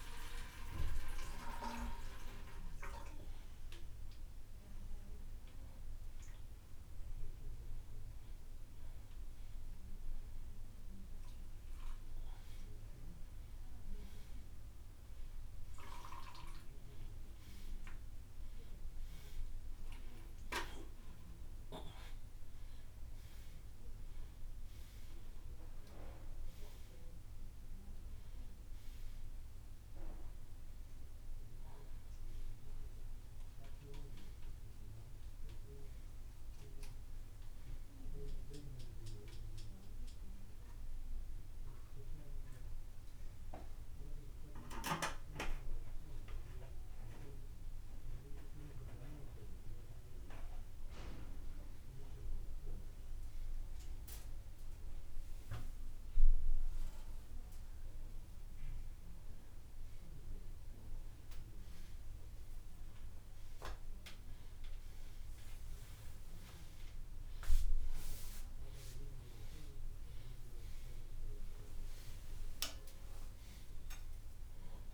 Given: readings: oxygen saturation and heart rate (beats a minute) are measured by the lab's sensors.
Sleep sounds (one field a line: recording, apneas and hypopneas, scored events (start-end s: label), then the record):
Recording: a person awake in a sleep study, by a room microphone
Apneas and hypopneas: none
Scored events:
0.00-16.00 s: oxygen desaturation (device-marked, oxygen 90% lowest, heart rate 72 extreme)
36.00-54.00 s: oxygen desaturation (device-marked, oxygen 95% before, 90% lowest, heart rate 77 before, 72 extreme)
66.00-74.94 s: oxygen desaturation (device-marked, oxygen 97% before, 89% lowest, heart rate 83 before, 67 extreme)
From the record:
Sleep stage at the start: awake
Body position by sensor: upright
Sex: male